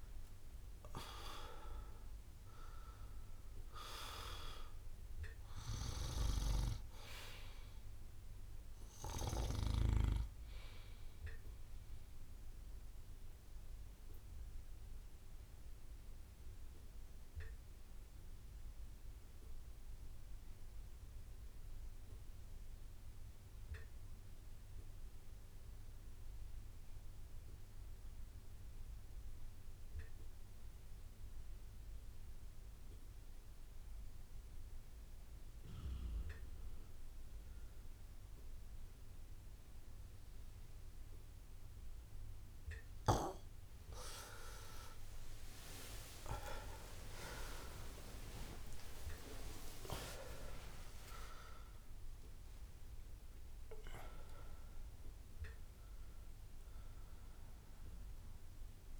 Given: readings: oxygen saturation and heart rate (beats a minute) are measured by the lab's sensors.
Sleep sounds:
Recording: breathing in sleep by a room microphone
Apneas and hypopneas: 1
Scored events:
0.00-2.50 s: arousal
0.00-22.00 s: oxygen desaturation (device-marked, oxygen 90% lowest)
13.00-42.50 s: obstructive apnea (oxygen 99% before, 85% lowest)
40.00-59.00 s: oxygen desaturation (device-marked, oxygen 99% before, 85% lowest)
45.00-51.00 s: arousal
From the record:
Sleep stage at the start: REM sleep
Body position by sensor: on the right side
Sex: male

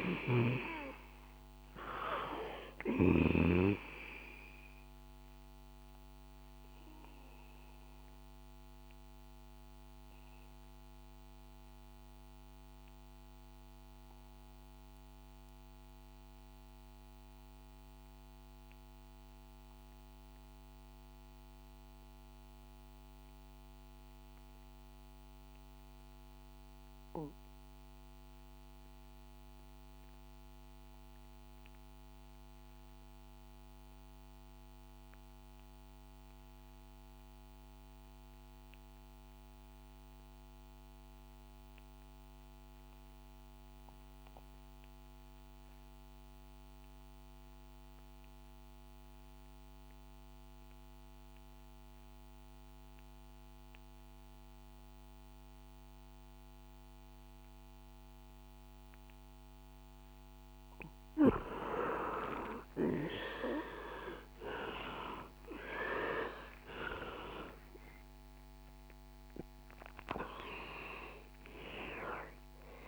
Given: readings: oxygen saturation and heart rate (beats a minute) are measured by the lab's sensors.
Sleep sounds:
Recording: breathing in sleep by a microphone on the trachea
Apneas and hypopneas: 1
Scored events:
0.00-1.50 s: arousal
0.00-2.50 s: snoring (device-marked)
0.00-23.00 s: oxygen desaturation (device-marked, oxygen 91% lowest, heart rate 58 extreme)
6.50-57.50 s: obstructive apnea (oxygen 98% before, 80% lowest, heart rate 65 before, 56 extreme, up 20 after)
48.00-72.88 s: oxygen desaturation (device-marked, oxygen 97% before, 80% lowest, heart rate 61 before, 56 extreme)
60.50-65.00 s: arousal
From the record:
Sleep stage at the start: REM sleep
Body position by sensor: on the back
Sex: male

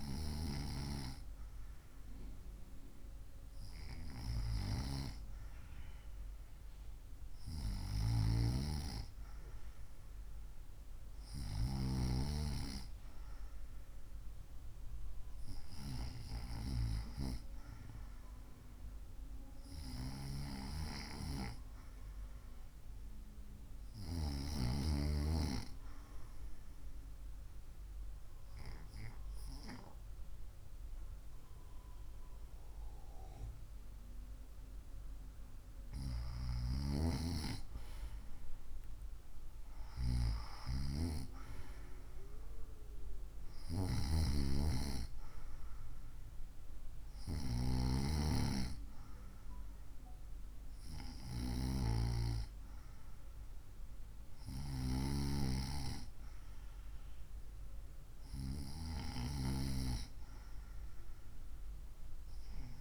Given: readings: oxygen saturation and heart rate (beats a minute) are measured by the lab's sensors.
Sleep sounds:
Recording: breathing in sleep by a room microphone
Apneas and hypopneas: 1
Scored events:
27.50-37.50 s: obstructive apnea (oxygen 95% before, 93% lowest, heart rate 65 before, 64 extreme, up 1 after)
39.50-44.50 s: arousal
From the record:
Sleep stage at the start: N2 (light sleep)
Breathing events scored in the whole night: 130 in 5.5 hours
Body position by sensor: on the right side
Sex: female

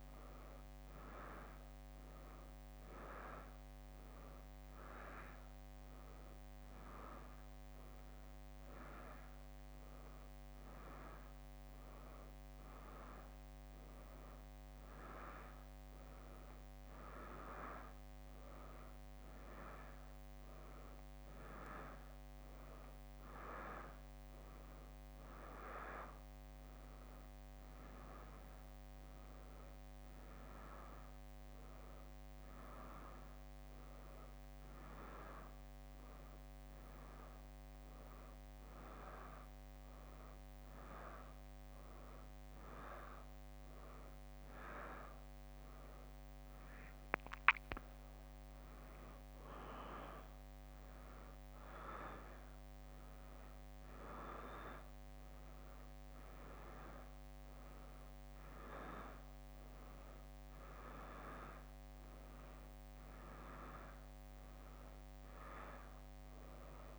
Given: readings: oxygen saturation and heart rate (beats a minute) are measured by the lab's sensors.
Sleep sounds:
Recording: a person awake in a sleep study, by a microphone on the trachea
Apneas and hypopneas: none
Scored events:
0.00-5.00 s: leg movement (device-marked)
6.00-10.00 s: leg movement (device-marked)
11.00-21.00 s: leg movement (device-marked)
22.00-27.50 s: leg movement (device-marked)
28.00-33.00 s: leg movement (device-marked)
34.00-43.00 s: leg movement (device-marked)
53.50-66.50 s: drop in pulse transit time (device-marked, heart rate 65 before, 63 extreme)
56.50-61.50 s: leg movement (device-marked)
From the record:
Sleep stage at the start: awake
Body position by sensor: on the back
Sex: female

